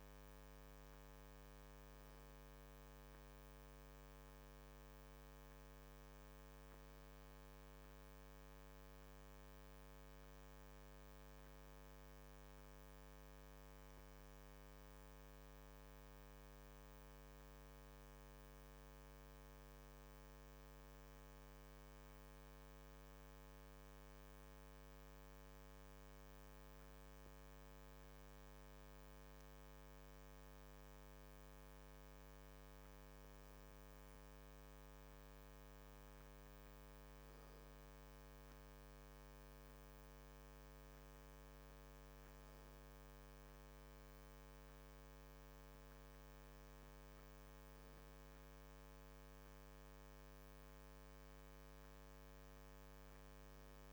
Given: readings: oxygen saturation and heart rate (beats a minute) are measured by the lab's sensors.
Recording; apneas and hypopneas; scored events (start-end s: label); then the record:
breathing in sleep, hard to hear, by a microphone on the trachea; 1
15.00-29.50 s: hypopnea (oxygen 98% before, 96% lowest, heart rate 51 before, 48 extreme, up 1 after)
31.00-36.00 s: arousal
From the record:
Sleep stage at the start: N2 (light sleep); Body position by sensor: on the back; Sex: male